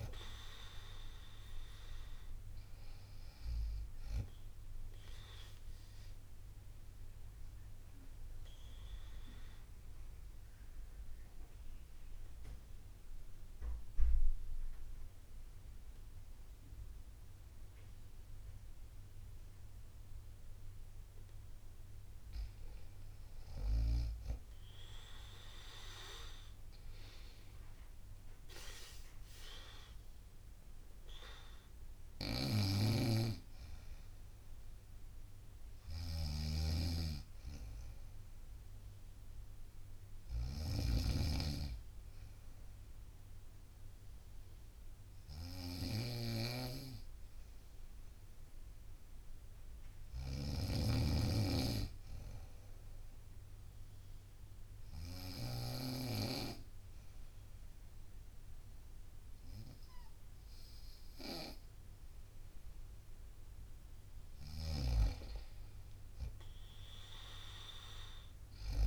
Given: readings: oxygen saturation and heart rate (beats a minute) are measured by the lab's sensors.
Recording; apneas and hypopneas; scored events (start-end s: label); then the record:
breathing in sleep by a room microphone; 2
0.00-13.00 s: drop in pulse transit time (device-marked, heart rate 64 before, 65 extreme)
5.00-20.50 s: obstructive apnea (oxygen 98% before, 94% lowest, heart rate 64 before, 59 extreme, up 5 after)
27.00-39.00 s: drop in pulse transit time (device-marked, heart rate 64 before, 63 extreme)
28.00-31.50 s: arousal
31.00-48.00 s: oxygen desaturation (device-marked, oxygen 97% before, 94% lowest, heart rate 64 before, 59 extreme)
32.00-55.00 s: snoring (device-marked)
54.50-64.50 s: obstructive apnea (oxygen 97% before, 94% lowest, heart rate 63 before, 61 extreme, up 2 after)
58.00-68.87 s: drop in pulse transit time (device-marked, heart rate 62 before, 63 extreme)
64.50-68.87 s: snoring (device-marked)
67.00-68.87 s: arousal
From the record:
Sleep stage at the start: N2 (light sleep); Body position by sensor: on the right side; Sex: female